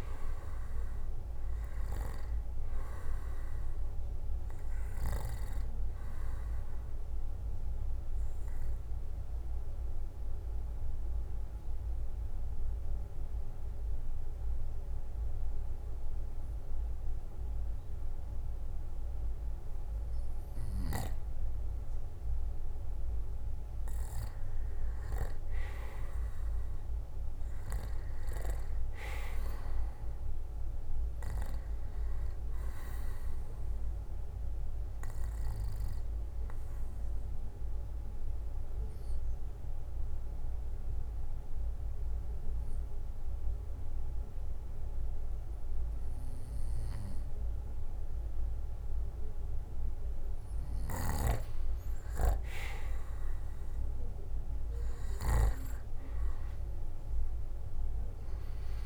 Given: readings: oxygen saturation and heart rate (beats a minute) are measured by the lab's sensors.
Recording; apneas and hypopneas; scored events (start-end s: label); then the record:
breathing in sleep by a room microphone; 2
0.00-18.50 s: oxygen desaturation (device-marked, oxygen 91% lowest, heart rate 58 extreme)
9.50-21.00 s: obstructive apnea (oxygen 95% before, 90% lowest, heart rate 67 before, 58 extreme, up 9 after)
23.00-25.50 s: arousal
27.50-42.50 s: oxygen desaturation (device-marked, oxygen 97% before, 92% lowest, heart rate 62 before, 61 extreme)
36.00-50.50 s: obstructive apnea (oxygen 97% before, 90% lowest, heart rate 64 before, 57 extreme, up 9 after)
54.00-56.00 s: arousal
55.50-58.86 s: oxygen desaturation (device-marked, oxygen 96% before, 90% lowest, heart rate 63 before, 57 extreme)
From the record:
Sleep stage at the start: N2 (light sleep); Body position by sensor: on the back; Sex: male